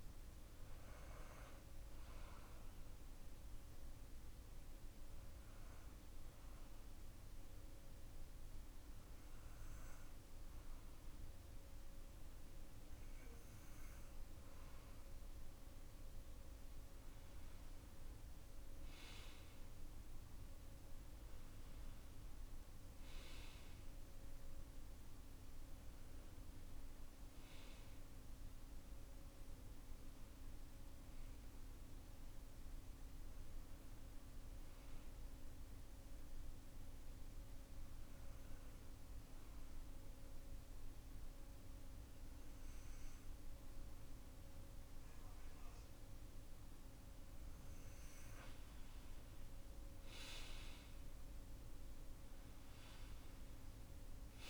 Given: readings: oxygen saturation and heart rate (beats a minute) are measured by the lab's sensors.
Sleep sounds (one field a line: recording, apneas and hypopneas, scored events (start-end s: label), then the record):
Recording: breathing in sleep, hard to hear, by a room microphone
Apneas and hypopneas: 2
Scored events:
1.00-13.50 s: hypopnea (oxygen 95% before, 92% lowest)
15.50-19.50 s: arousal
35.00-46.50 s: obstructive apnea (oxygen 96% before, 92% lowest)
49.00-53.50 s: arousal
From the record:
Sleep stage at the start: N2 (light sleep)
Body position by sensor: on the back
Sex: male